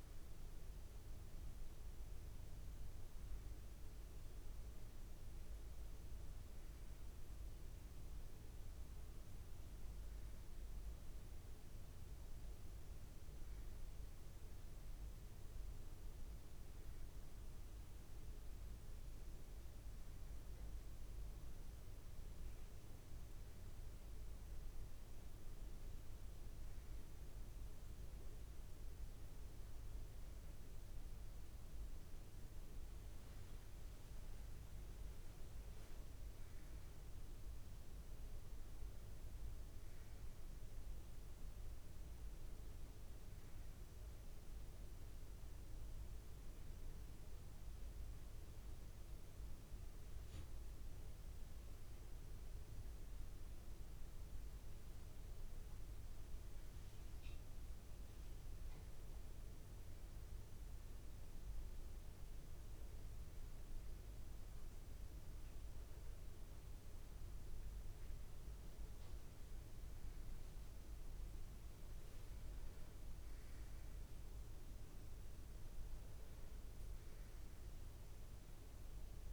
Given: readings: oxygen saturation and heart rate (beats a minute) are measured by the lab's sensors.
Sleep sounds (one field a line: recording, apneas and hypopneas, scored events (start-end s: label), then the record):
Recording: breathing in sleep, hard to hear, by a room microphone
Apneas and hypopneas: none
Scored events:
78.00-79.32 s: new sleep stage, N2 (light sleep)
From the record:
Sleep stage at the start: N1 (lightest sleep)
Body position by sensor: on the back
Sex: male